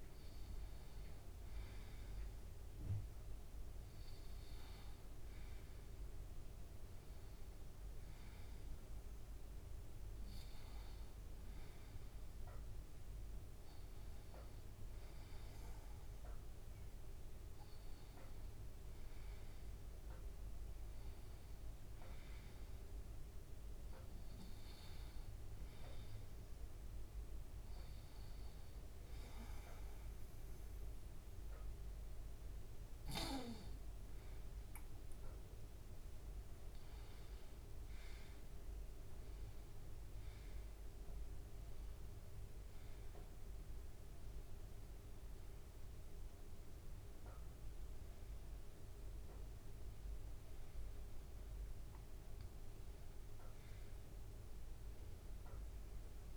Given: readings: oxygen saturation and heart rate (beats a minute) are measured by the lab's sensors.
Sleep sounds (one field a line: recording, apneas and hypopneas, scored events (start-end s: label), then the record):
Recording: breathing in sleep, hard to hear, by a room microphone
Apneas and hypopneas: none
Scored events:
34.00-37.50 s: arousal
56.00-56.37 s: new sleep stage, N1 (lightest sleep)
From the record:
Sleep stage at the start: N2 (light sleep)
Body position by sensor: on the right side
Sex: male